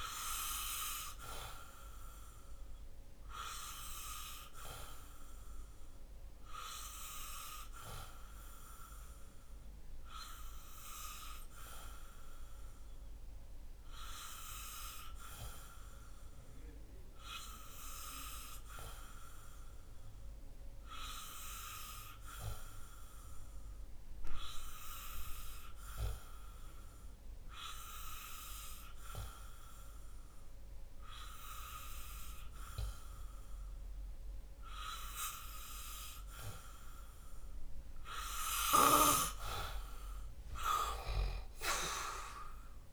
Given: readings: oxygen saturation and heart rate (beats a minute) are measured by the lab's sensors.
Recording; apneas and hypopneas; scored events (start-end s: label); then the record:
breathing in sleep by a room microphone; 1
0.00-3.00 s: oxygen desaturation (device-marked, oxygen 92% lowest, heart rate 62 extreme)
11.00-37.50 s: obstructive apnea (oxygen 97% before, 90% lowest, heart rate 64 before, 62 extreme, up 9 after)
From the record:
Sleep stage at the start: N2 (light sleep); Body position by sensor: on the back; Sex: male